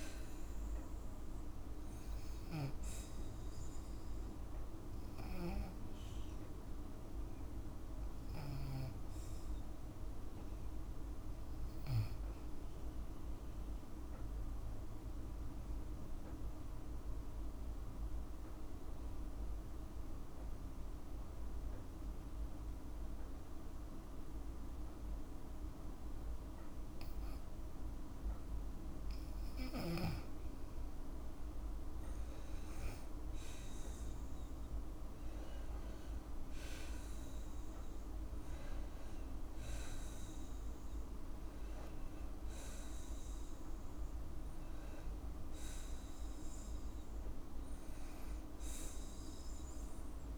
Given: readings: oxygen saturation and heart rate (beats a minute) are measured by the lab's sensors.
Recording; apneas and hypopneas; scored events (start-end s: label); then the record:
breathing in sleep, hard to hear, by a room microphone; 1
16.00-29.00 s: obstructive apnea (oxygen 98% before, 92% lowest, heart rate 55 before, 52 extreme, up 5 after)
19.50-30.50 s: oxygen desaturation (device-marked, oxygen 97% before, 94% lowest, heart rate 54 before, 53 extreme)
31.50-36.00 s: arousal
From the record:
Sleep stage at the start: N2 (light sleep); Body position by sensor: on the back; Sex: female